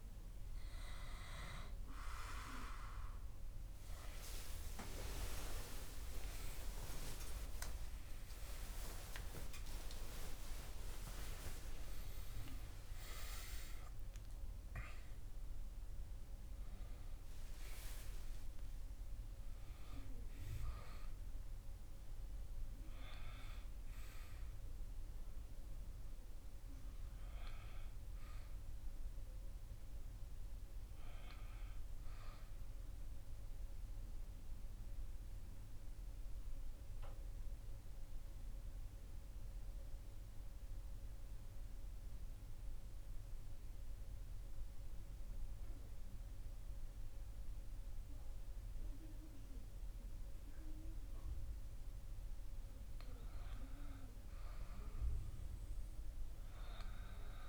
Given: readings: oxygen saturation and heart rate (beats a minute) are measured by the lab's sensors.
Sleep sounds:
a person partly awake in a sleep study, by a room microphone; 1
22.00-57.49 s: new sleep stage, N1 (lightest sleep)
33.00-51.50 s: central apnea (oxygen 97% before, 95% lowest, heart rate 66 before, 33 extreme, up 10 after)
From the record:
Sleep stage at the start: awake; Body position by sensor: on the back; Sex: male

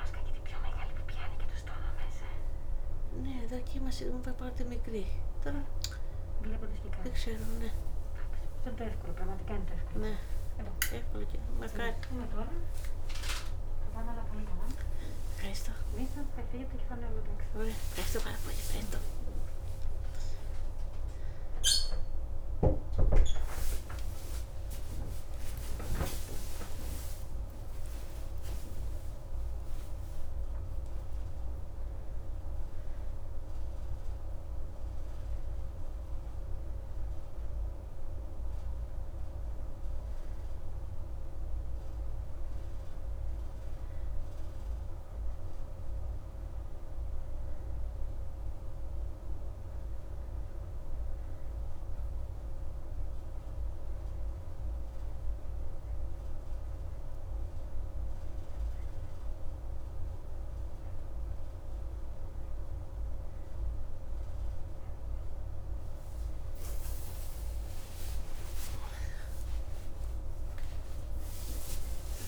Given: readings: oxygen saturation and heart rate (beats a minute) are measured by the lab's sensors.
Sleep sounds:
a person awake in a sleep study, by a room microphone; none
46.00-55.00 s: oxygen desaturation (device-marked, oxygen 97% before, 94% lowest, heart rate 97 before, 80 extreme)
From the record:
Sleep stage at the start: awake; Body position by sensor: on the back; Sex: female

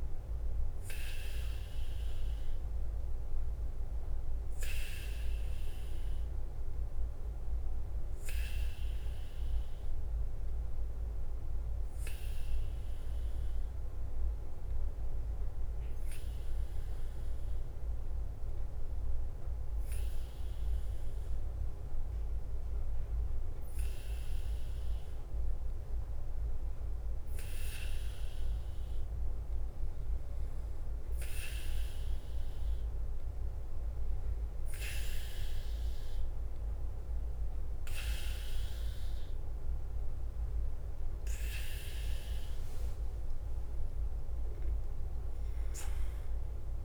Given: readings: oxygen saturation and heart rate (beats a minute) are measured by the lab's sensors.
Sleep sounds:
breathing in sleep by a room microphone; 1
0.00-46.85 s: bradycardia (device-marked, heart rate 42 extreme)
9.00-21.50 s: obstructive apnea (oxygen 98% before, 92% lowest, heart rate 49 before, 47 extreme, up 4 after)
23.50-26.50 s: arousal
39.00-46.85 s: oxygen desaturation (device-marked, oxygen 96% before, 92% lowest, heart rate 50 before, 47 extreme)
From the record:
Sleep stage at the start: N2 (light sleep); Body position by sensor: on the back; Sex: male

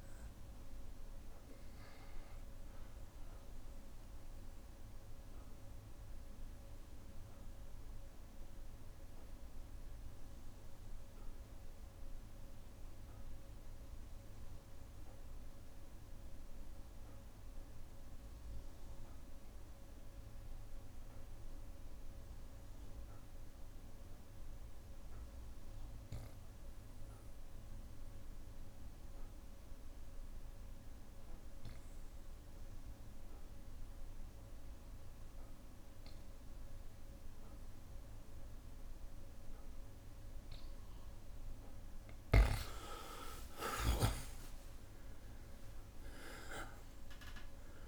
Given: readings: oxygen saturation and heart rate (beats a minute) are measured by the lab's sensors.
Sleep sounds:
breathing in sleep by a room microphone; 1
0.00-1.00 s: long interval between heartbeats (device-marked, heart rate 74 extreme)
0.00-17.00 s: oxygen desaturation (device-marked, oxygen 90% lowest, heart rate 59 extreme)
6.00-17.00 s: bradycardia (device-marked, heart rate 67 before, 59 extreme)
7.00-37.50 s: obstructive apnea (oxygen 99% before, 88% lowest, heart rate 69 before, 59 extreme, up 45 after)
32.00-47.88 s: oxygen desaturation (device-marked, oxygen 99% before, 88% lowest, heart rate 60 before, 58 extreme)
33.00-36.00 s: tachycardia (device-marked, heart rate 67 before, 88 extreme)
33.50-35.50 s: long interval between heartbeats (device-marked, heart rate 60 before, 79 extreme)
35.50-37.50 s: long interval between heartbeats (device-marked, heart rate 62 before, 88 extreme)
42.50-46.50 s: arousal
43.50-45.50 s: long interval between heartbeats (device-marked, heart rate 76 before, 70 extreme)
From the record:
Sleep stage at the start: N2 (light sleep); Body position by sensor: on the back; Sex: male

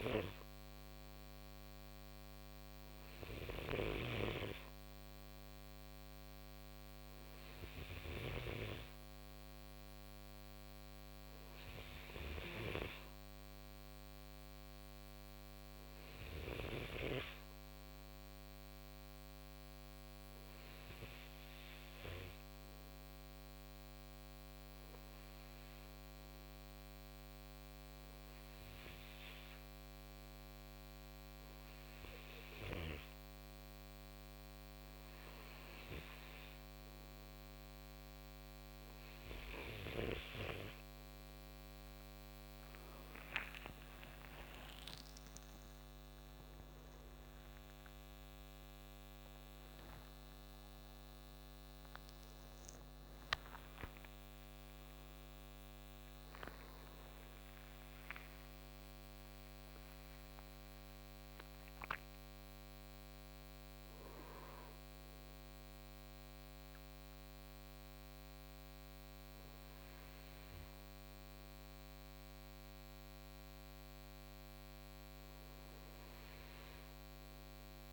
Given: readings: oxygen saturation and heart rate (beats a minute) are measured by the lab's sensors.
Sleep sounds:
a person partly awake in a sleep study, by a microphone on the trachea; none
3.00-8.00 s: snoring (device-marked)
33.50-63.50 s: new sleep stage, awake
63.50-77.93 s: new sleep stage, N2 (light sleep)
From the record:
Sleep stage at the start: REM sleep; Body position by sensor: on the right side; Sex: male

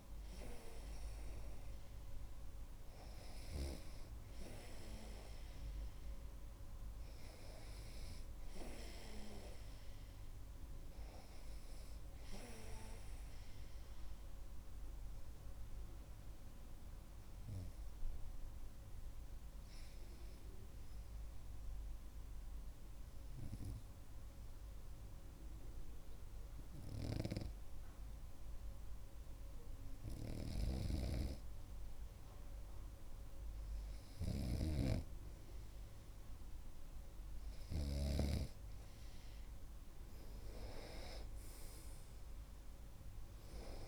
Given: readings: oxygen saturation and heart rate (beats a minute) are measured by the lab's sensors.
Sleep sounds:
breathing in sleep by a room microphone; 1
16.00-35.50 s: hypopnea (oxygen 98% before, 96% lowest)
27.00-38.50 s: snoring (device-marked)
40.00-43.88 s: arousal
From the record:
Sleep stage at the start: N2 (light sleep); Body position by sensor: on the right side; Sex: male

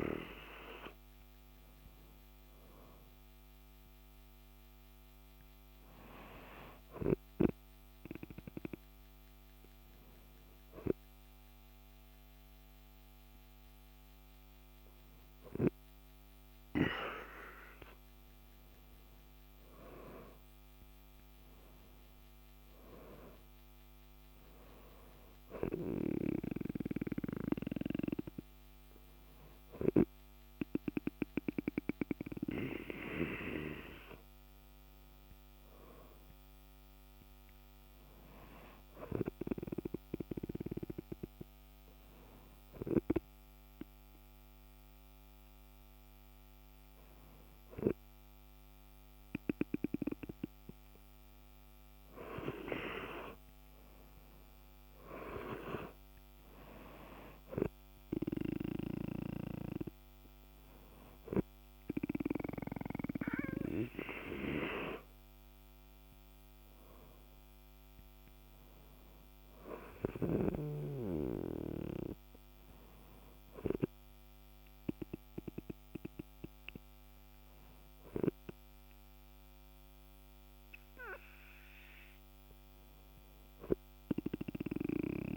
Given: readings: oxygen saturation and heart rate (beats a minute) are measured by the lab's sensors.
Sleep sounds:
breathing in sleep by a microphone on the trachea; none
none scored
From the record:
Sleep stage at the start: N2 (light sleep); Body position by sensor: on the back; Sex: male

